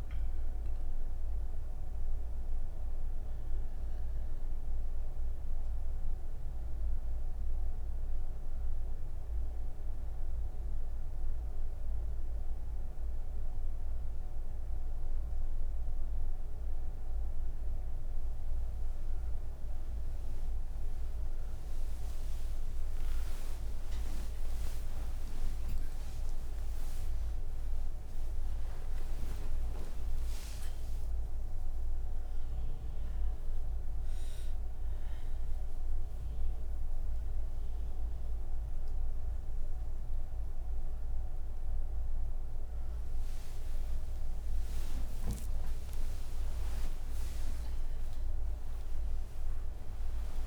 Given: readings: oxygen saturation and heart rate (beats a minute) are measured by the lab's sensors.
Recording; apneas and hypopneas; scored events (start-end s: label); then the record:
breathing in sleep, hard to hear, by a room microphone; none
0.00-6.00 s: oxygen desaturation (device-marked, oxygen 97% lowest)
47.00-50.47 s: oxygen desaturation (device-marked, oxygen 97% before, 93% lowest, heart rate 81 before, 38 extreme)
From the record:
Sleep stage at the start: N1 (lightest sleep); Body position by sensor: on the back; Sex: female